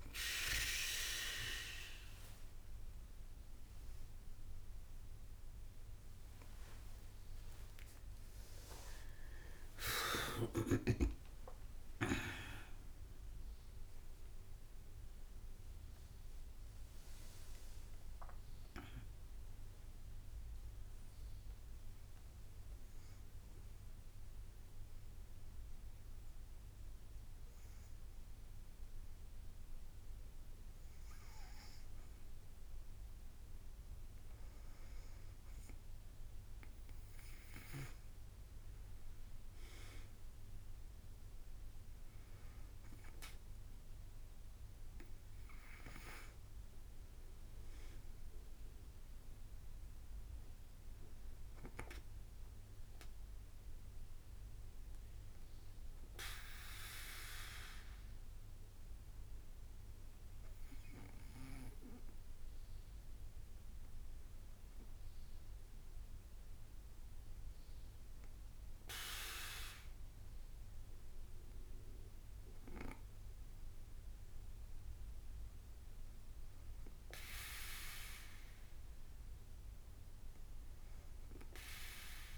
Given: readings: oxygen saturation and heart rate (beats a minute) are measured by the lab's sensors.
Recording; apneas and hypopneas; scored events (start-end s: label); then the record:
breathing in sleep by a room microphone; 1
0.00-11.50 s: oxygen desaturation (device-marked, oxygen 91% lowest, heart rate 56 extreme)
1.50-25.50 s: drop in pulse transit time (device-marked, heart rate 57 before, 59 extreme)
6.50-12.00 s: arousal
7.50-82.37 s: new sleep stage, N2 (light sleep)
19.50-32.50 s: obstructive apnea (oxygen 94% before, 90% lowest, heart rate 60 before, 56 extreme, up 3 after)
35.00-39.00 s: arousal
38.50-58.50 s: oxygen desaturation (device-marked, oxygen 99% before, 90% lowest, heart rate 59 before, 56 extreme)
From the record:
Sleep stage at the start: N3 (deep sleep); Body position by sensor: on the back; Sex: female